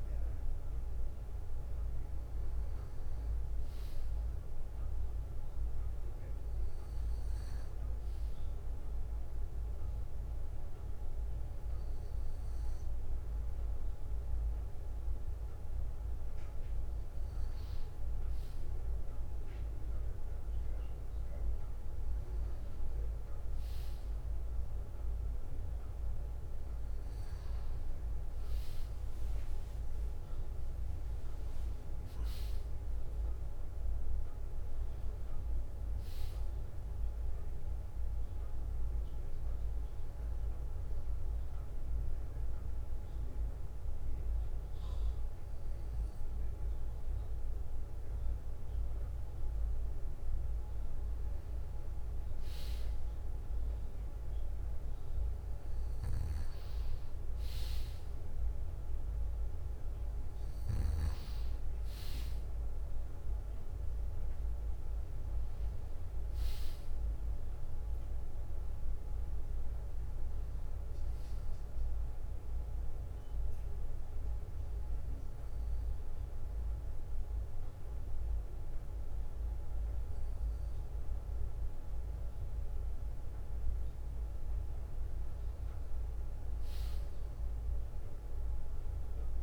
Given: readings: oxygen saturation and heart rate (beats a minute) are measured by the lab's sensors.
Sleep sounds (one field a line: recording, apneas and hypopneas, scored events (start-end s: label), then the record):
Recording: breathing in sleep, hard to hear, by a room microphone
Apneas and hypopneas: 2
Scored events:
6.50-11.50 s: bradycardia (device-marked, heart rate 64 before, 59 extreme)
17.50-19.50 s: bradycardia (device-marked, heart rate 64 before, 60 extreme)
30.00-34.50 s: arousal
39.50-49.50 s: bradycardia (device-marked, heart rate 65 before, 58 extreme)
41.00-51.00 s: obstructive apnea (oxygen 96% before, 94% lowest, heart rate 61 before, 58 extreme, up 3 after)
52.50-56.50 s: arousal
70.50-81.50 s: bradycardia (device-marked, heart rate 64 before, 58 extreme)
73.00-84.50 s: obstructive apnea (oxygen 96% before, 94% lowest, heart rate 60 before, 57 extreme, up 5 after)
87.50-89.43 s: arousal
87.50-89.43 s: bradycardia (device-marked, heart rate 64 before, 61 extreme)
From the record:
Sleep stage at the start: N2 (light sleep)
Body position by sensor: on the back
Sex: male